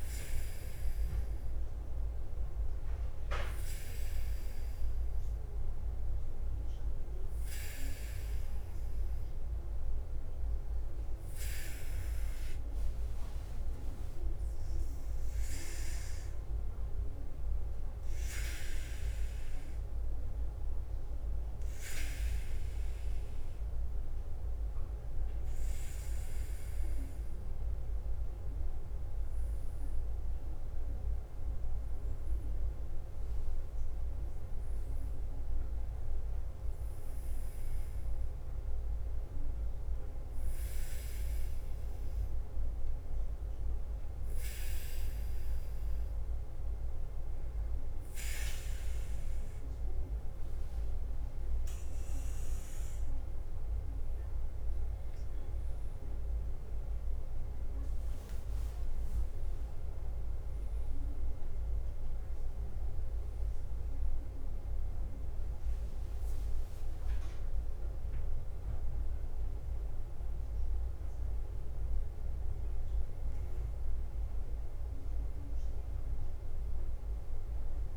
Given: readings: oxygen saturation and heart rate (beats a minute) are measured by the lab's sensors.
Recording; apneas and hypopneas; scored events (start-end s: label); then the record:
breathing in sleep, hard to hear, by a room microphone; 1
0.00-77.97 s: bradycardia (device-marked, heart rate 45 extreme)
27.00-45.00 s: hypopnea (oxygen 98% before, 95% lowest, heart rate 51 before, 49 extreme, up 5 after)
47.00-50.00 s: arousal
56.00-77.97 s: new sleep stage, N1 (lightest sleep)
72.50-76.00 s: arousal
From the record:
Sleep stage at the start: N2 (light sleep); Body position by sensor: on the back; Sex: male